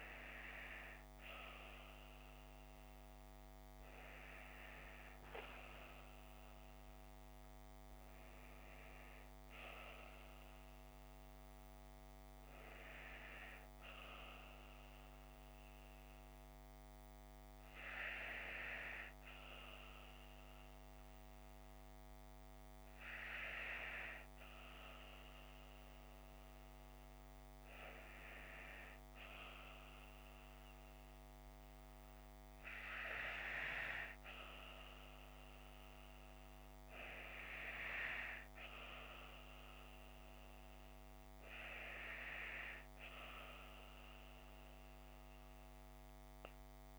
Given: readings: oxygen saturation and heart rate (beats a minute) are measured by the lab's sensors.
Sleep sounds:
breathing in sleep by a microphone on the trachea; none
6.50-9.50 s: arousal
From the record:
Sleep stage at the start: N2 (light sleep); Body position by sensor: on the left side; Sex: female

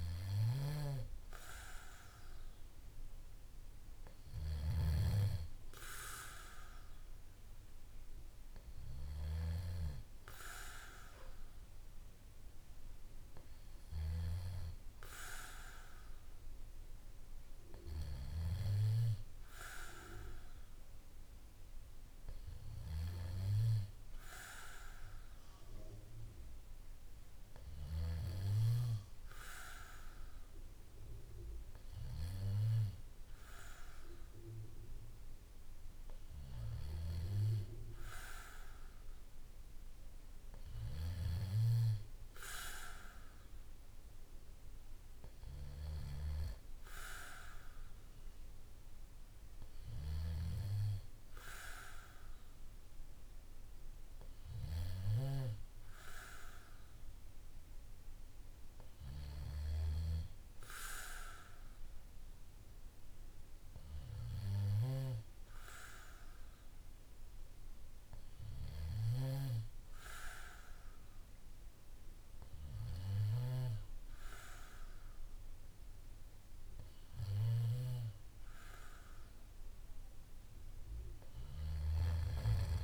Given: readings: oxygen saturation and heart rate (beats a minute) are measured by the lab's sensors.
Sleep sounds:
breathing in sleep by a room microphone; 1
61.50-78.50 s: hypopnea (oxygen 95% before, 94% lowest, heart rate 53 before, 51 extreme, up 1 after)
From the record:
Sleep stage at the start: N2 (light sleep); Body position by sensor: on the back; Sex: male

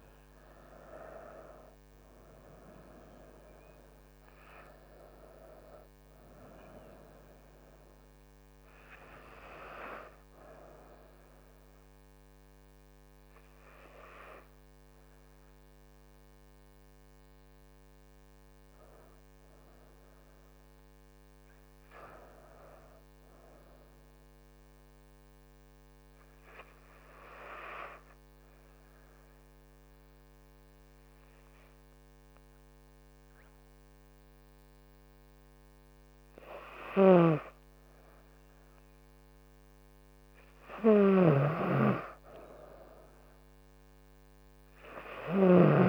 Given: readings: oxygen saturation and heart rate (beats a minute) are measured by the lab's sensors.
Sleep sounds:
breathing in sleep by a microphone on the trachea; 1
0.00-20.50 s: oxygen desaturation (device-marked, oxygen 93% lowest, heart rate 66 extreme)
22.00-25.00 s: arousal
27.00-37.50 s: hypopnea (oxygen 98% before, 94% lowest, heart rate 68 before, 68 extreme, up 3 after)
40.50-44.50 s: arousal
44.50-45.89 s: oxygen desaturation (device-marked, oxygen 97% before, 94% lowest, heart rate 69 before, 65 extreme)
From the record:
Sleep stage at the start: N2 (light sleep); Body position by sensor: on the front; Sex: female

